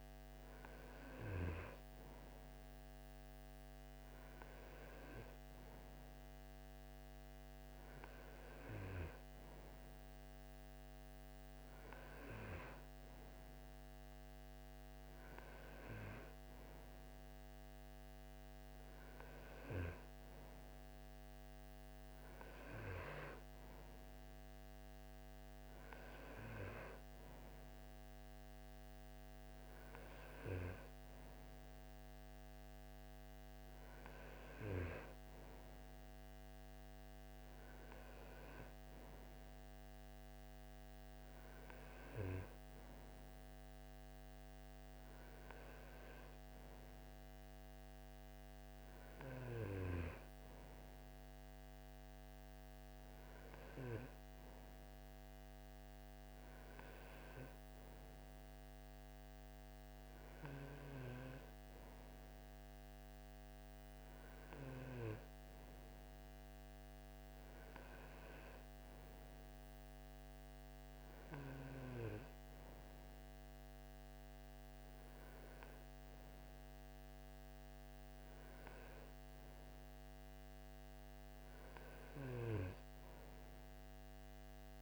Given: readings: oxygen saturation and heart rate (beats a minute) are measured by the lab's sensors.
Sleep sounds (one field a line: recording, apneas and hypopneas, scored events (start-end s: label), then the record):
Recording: breathing in sleep by a microphone on the trachea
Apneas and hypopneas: none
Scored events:
none scored
From the record:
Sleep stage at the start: N2 (light sleep)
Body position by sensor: on the right side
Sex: male